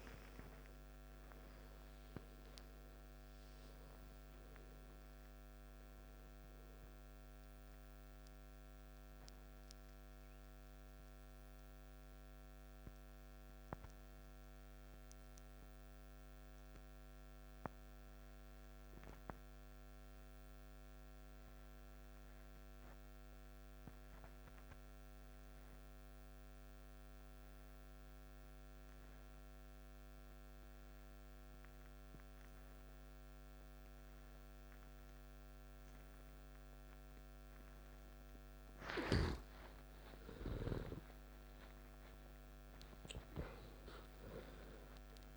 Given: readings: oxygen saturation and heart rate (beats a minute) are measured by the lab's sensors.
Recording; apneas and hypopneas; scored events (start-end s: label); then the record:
breathing in sleep by a microphone on the trachea; 1
0.00-3.00 s: oxygen desaturation (device-marked, oxygen 90% lowest, heart rate 51 extreme)
5.00-21.00 s: oxygen desaturation (device-marked, oxygen 93% before, 89% lowest, heart rate 65 before, 51 extreme)
11.00-39.50 s: mixed apnea (oxygen 96% before, 89% lowest, heart rate 68 before, 51 extreme, up 15 after)
36.00-45.37 s: oxygen desaturation (device-marked, oxygen 98% before, 89% lowest, heart rate 53 before, 51 extreme)
40.00-45.00 s: arousal
From the record:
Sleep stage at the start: N2 (light sleep); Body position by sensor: on the back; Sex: male